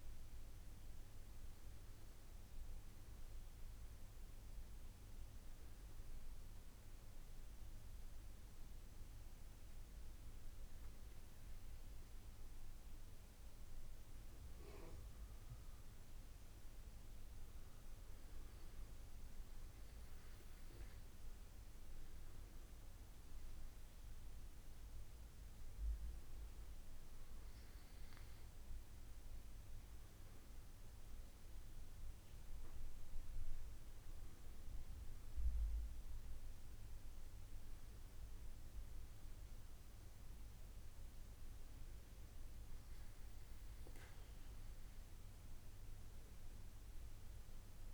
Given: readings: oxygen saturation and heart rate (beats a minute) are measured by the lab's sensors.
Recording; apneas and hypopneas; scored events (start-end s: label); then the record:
breathing in sleep, hard to hear, by a room microphone; none
45.00-47.94 s: new sleep stage, N2 (light sleep)
From the record:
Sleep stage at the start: N1 (lightest sleep); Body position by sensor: on the back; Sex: male